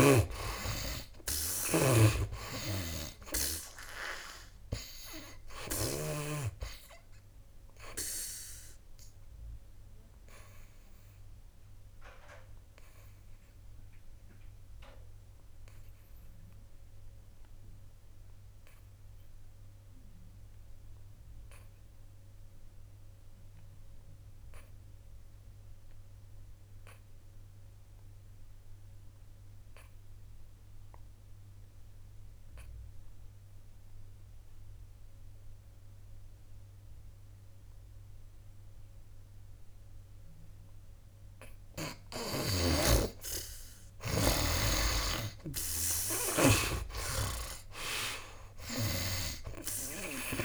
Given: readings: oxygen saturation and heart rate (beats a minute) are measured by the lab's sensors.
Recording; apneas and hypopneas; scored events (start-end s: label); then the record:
breathing in sleep by a room microphone; 1
0.00-3.00 s: arousal
0.00-4.50 s: oxygen desaturation (device-marked, oxygen 85% lowest, heart rate 55 extreme)
0.00-6.50 s: snoring (device-marked)
6.50-31.50 s: oxygen desaturation (device-marked, oxygen 94% before, 71% lowest, heart rate 64 before, 55 extreme)
10.00-42.00 s: obstructive apnea (oxygen 94% before, 66% lowest, heart rate 67 before, 55 extreme, up 16 after)
42.50-50.45 s: snoring (device-marked)
43.50-50.45 s: oxygen desaturation (device-marked, oxygen 94% before, 66% lowest, heart rate 60 before, 60 extreme)
45.50-49.50 s: arousal
From the record:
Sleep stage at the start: N2 (light sleep); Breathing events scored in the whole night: 353 in 4.3 hours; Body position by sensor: on the back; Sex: male